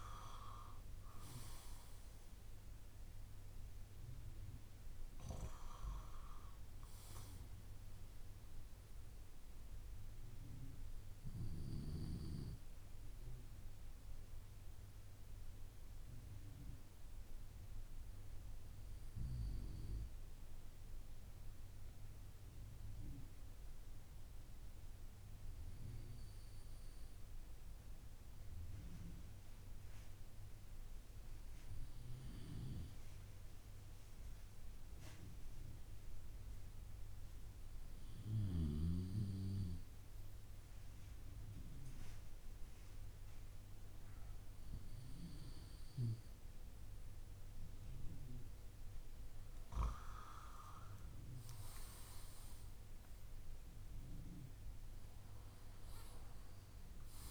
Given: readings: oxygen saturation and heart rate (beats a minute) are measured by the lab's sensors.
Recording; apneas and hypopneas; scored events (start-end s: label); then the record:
breathing in sleep by a room microphone; 1
9.00-41.00 s: obstructive apnea (oxygen 97% before, 96% lowest)
47.50-54.00 s: arousal
From the record:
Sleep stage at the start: N2 (light sleep); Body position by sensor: on the back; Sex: male